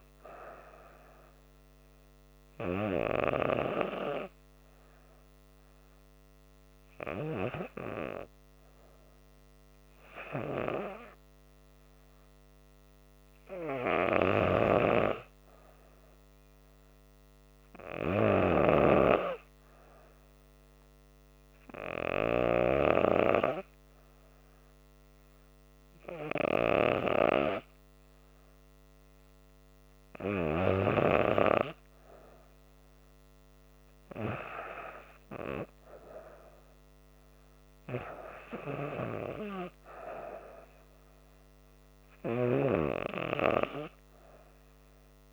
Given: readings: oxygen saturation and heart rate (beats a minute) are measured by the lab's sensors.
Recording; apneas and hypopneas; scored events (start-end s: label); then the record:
breathing in sleep by a microphone on the trachea; 1
3.00-27.00 s: hypopnea (oxygen 95% before, 91% lowest, heart rate 77 before, 76 extreme, up 3 after)
27.50-31.50 s: arousal
From the record:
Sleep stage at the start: REM sleep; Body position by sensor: on the back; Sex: female